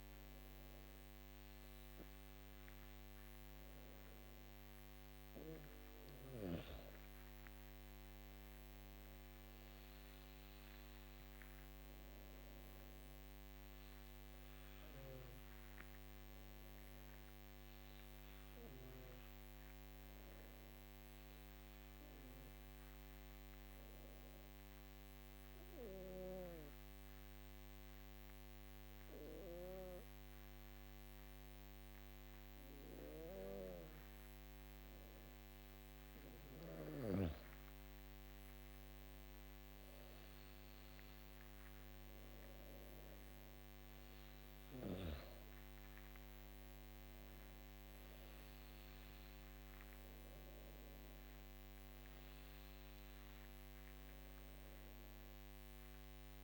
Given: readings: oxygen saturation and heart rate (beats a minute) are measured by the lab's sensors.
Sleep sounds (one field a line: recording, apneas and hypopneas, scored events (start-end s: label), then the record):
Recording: breathing in sleep by a microphone on the trachea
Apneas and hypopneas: 1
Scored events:
20.50-33.50 s: obstructive apnea (oxygen 98% before, 96% lowest, heart rate 62 before, 52 extreme, up 17 after)
35.00-39.00 s: arousal
From the record:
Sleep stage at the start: N2 (light sleep)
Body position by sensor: on the back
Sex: female